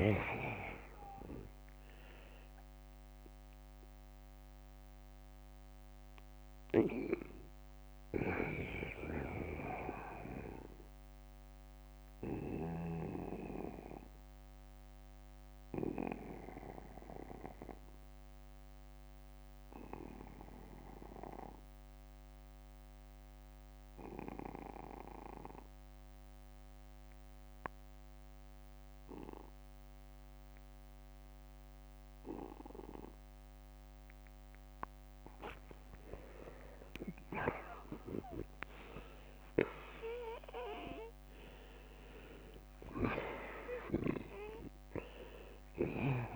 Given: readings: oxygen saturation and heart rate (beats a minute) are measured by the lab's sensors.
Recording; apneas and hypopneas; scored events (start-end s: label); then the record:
breathing in sleep by a microphone on the trachea; 1
1.50-23.50 s: oxygen desaturation (device-marked, oxygen 96% before, 82% lowest, heart rate 65 before, 45 extreme)
4.00-34.50 s: obstructive apnea (oxygen 97% before, 82% lowest, heart rate 67 before, 45 extreme, up 19 after)
10.50-12.50 s: long interval between heartbeats (device-marked, heart rate 69 before, 58 extreme)
28.00-30.00 s: long interval between heartbeats (device-marked, heart rate 56 before, 52 extreme)
38.00-43.50 s: arousal
39.00-41.00 s: long interval between heartbeats (device-marked, heart rate 50 before, 63 extreme)
From the record:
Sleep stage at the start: N2 (light sleep); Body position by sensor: on the back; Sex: male